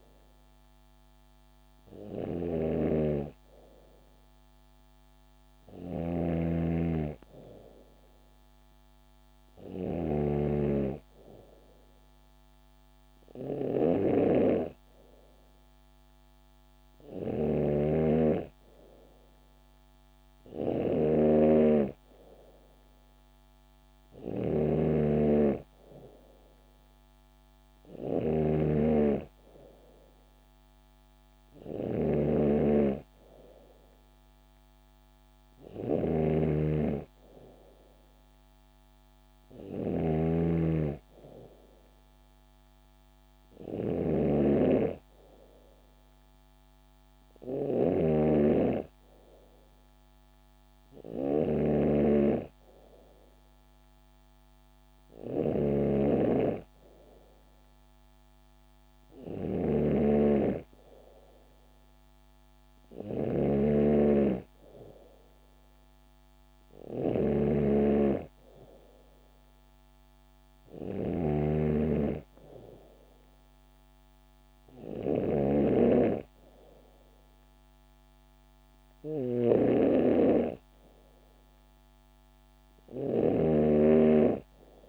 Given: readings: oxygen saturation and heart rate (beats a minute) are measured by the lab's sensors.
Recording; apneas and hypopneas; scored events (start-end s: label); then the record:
breathing in sleep by a microphone on the trachea; none
0.00-84.89 s: snoring (device-marked)
From the record:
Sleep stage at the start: N2 (light sleep); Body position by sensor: on the back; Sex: female